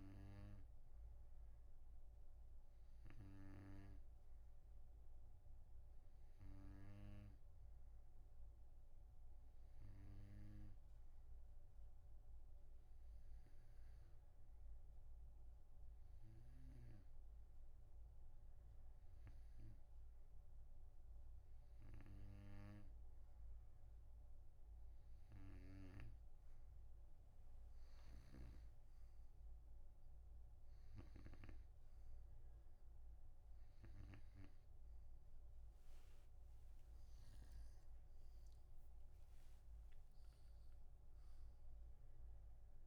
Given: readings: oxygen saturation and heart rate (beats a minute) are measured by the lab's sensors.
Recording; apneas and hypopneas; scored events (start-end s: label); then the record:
breathing in sleep by a room microphone; none
36.50-39.50 s: arousal
From the record:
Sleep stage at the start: N2 (light sleep); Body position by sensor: on the right side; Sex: male